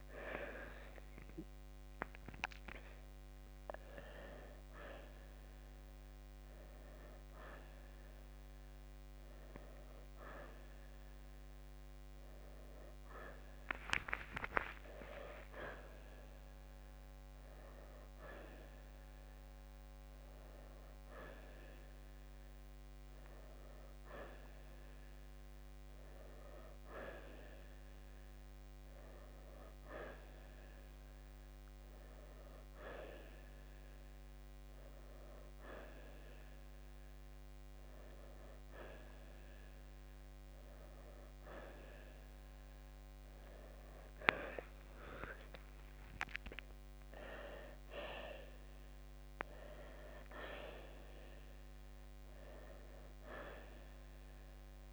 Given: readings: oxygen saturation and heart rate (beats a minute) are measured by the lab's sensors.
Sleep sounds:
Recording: breathing in sleep by a microphone on the trachea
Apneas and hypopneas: none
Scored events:
none scored
From the record:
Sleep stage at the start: N1 (lightest sleep)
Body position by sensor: on the right side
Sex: male

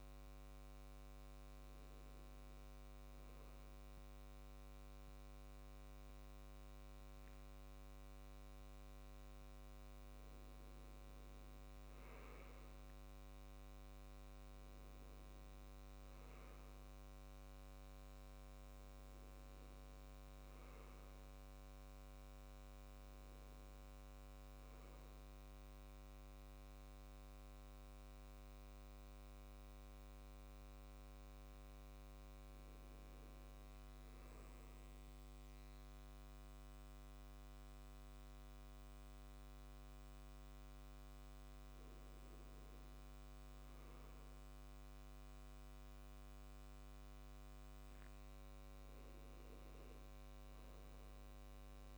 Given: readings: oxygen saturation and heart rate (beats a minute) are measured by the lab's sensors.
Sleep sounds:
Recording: breathing in sleep, hard to hear, by a microphone on the trachea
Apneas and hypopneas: none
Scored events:
26.50-51.98 s: new sleep stage, N2 (light sleep)
From the record:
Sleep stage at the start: N1 (lightest sleep)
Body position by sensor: on the back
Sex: male

